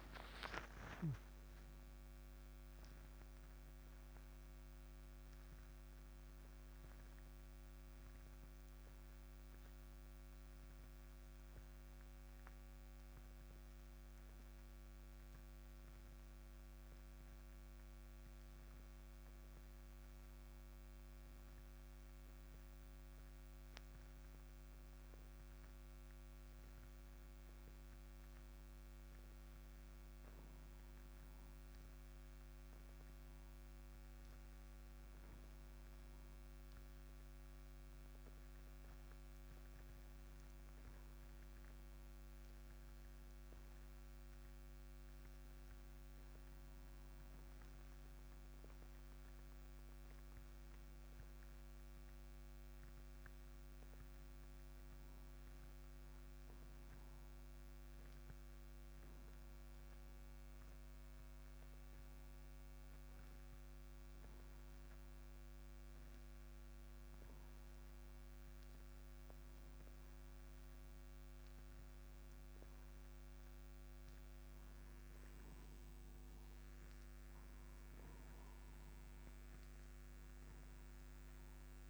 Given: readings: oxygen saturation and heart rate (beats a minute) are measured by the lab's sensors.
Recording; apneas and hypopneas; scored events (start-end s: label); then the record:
breathing in sleep, hard to hear, by a microphone on the trachea; 1
2.00-6.00 s: arousal
49.50-54.00 s: arousal
57.50-68.50 s: hypopnea (oxygen 96% before, 92% lowest, heart rate 131 before, 67 extreme)
69.00-73.00 s: arousal
From the record:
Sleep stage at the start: N2 (light sleep); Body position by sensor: on the right side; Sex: male